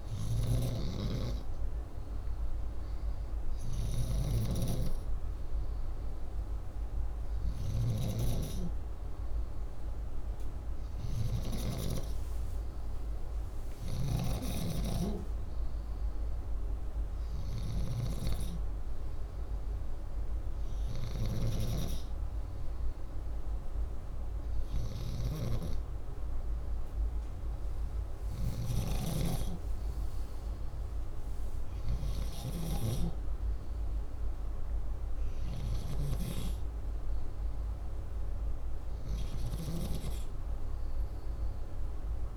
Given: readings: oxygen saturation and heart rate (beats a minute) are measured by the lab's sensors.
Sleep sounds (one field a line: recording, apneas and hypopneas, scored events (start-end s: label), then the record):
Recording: breathing in sleep by a room microphone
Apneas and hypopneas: none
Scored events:
14.00-17.50 s: snoring (device-marked)
From the record:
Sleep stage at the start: N2 (light sleep)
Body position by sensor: upright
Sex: male